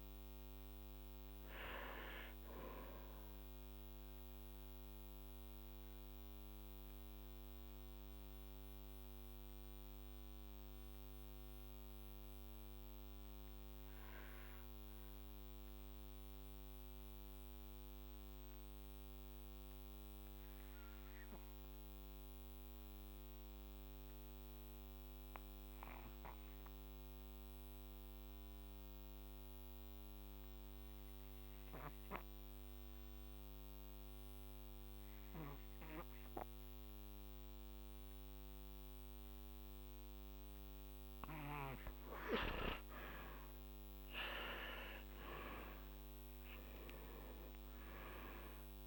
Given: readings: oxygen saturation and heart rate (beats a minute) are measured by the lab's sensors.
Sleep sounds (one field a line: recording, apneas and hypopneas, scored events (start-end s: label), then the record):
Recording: breathing in sleep by a microphone on the trachea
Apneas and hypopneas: 1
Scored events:
5.00-40.00 s: mixed apnea (oxygen 97% before, 85% lowest, heart rate 51 before, 46 extreme, up 11 after)
19.00-37.00 s: oxygen desaturation (device-marked, oxygen 97% before, 86% lowest, heart rate 50 before, 46 extreme)
42.50-47.50 s: arousal
From the record:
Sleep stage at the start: REM sleep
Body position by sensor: on the back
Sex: male